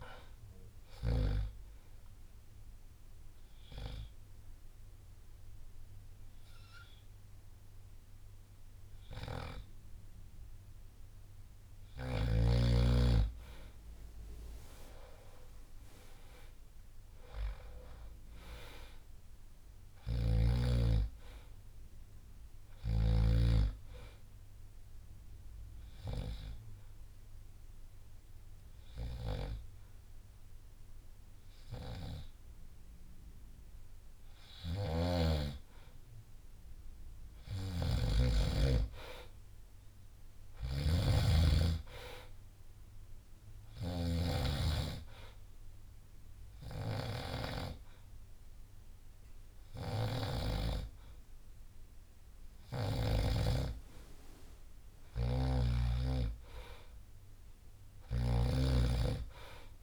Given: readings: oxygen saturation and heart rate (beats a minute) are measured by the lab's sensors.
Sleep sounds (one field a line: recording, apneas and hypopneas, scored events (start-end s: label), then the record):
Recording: breathing in sleep by a room microphone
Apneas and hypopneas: 3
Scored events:
0.00-9.00 s: drop in pulse transit time (device-marked, heart rate 58 extreme)
2.00-12.00 s: obstructive apnea (oxygen 97% before, 92% lowest, heart rate 67 before, 58 extreme, up 10 after)
3.00-9.00 s: bradycardia (device-marked, heart rate 66 before, 58 extreme)
15.00-18.00 s: arousal
19.50-23.00 s: snoring (device-marked)
24.50-36.00 s: hypopnea (oxygen 97% before, 92% lowest, heart rate 63 before, 62 extreme, up 4 after)
26.00-38.00 s: oxygen desaturation (device-marked, oxygen 97% before, 92% lowest, heart rate 63 before, 63 extreme)
37.00-44.00 s: snoring (device-marked)
38.00-41.00 s: arousal
43.00-58.00 s: oxygen desaturation (device-marked, oxygen 98% before, 94% lowest, heart rate 64 before, 63 extreme)
43.50-54.00 s: hypopnea (oxygen 98% before, 93% lowest, heart rate 64 before, 63 extreme, up 7 after)
50.50-52.50 s: long interval between heartbeats (device-marked, heart rate 65 before, 71 extreme)
55.50-59.00 s: arousal
57.50-59.83 s: snoring (device-marked)
From the record:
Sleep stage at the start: N2 (light sleep)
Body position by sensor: on the back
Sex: male